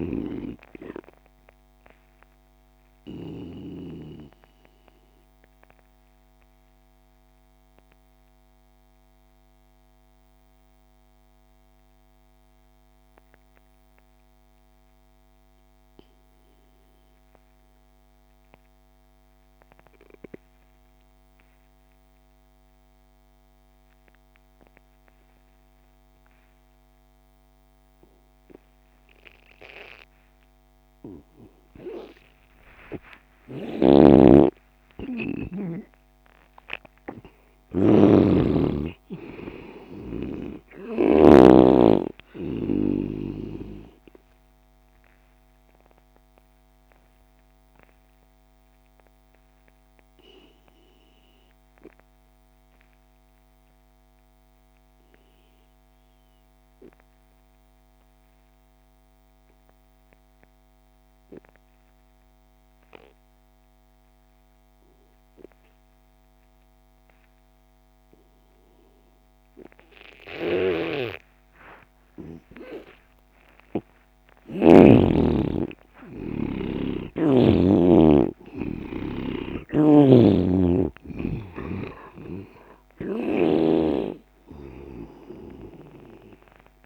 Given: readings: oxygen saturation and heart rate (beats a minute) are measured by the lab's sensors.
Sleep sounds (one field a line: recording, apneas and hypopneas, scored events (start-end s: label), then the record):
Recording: breathing in sleep by a microphone on the trachea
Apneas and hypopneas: 2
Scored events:
0.00-20.00 s: oxygen desaturation (device-marked, oxygen 85% lowest)
3.00-33.50 s: mixed apnea (oxygen 98% before, 85% lowest)
33.50-41.50 s: snoring (device-marked)
34.50-39.00 s: arousal
38.00-64.00 s: oxygen desaturation (device-marked, oxygen 97% before, 85% lowest)
47.00-73.00 s: obstructive apnea (oxygen 98% before, 83% lowest)
70.50-75.00 s: snoring (device-marked)
74.50-79.00 s: arousal
76.00-86.86 s: oxygen desaturation (device-marked, oxygen 97% before, 83% lowest)
79.50-84.00 s: snoring (device-marked)
From the record:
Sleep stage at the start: N2 (light sleep)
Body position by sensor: on the left side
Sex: male